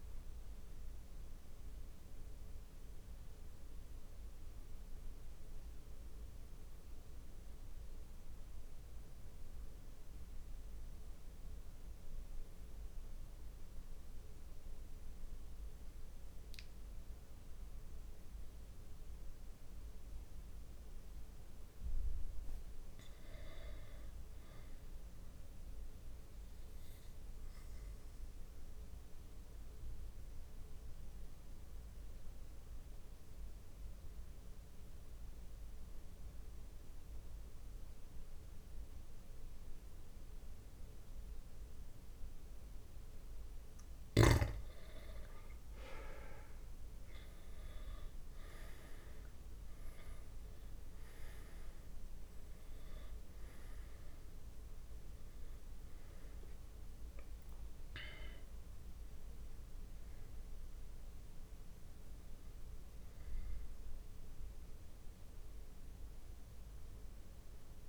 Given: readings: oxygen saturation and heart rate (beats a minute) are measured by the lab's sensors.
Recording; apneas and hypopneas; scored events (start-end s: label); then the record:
breathing in sleep, hard to hear, by a room microphone; 2
0.00-21.00 s: oxygen desaturation (device-marked, oxygen 94% lowest)
1.50-21.00 s: mixed apnea (oxygen 100% before, 92% lowest)
23.50-26.00 s: arousal
28.50-44.00 s: mixed apnea (oxygen 99% before, 92% lowest)
47.00-50.00 s: arousal
59.00-67.89 s: oxygen desaturation (device-marked, oxygen 97% before, 92% lowest)
From the record:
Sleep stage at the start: N2 (light sleep); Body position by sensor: on the back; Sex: male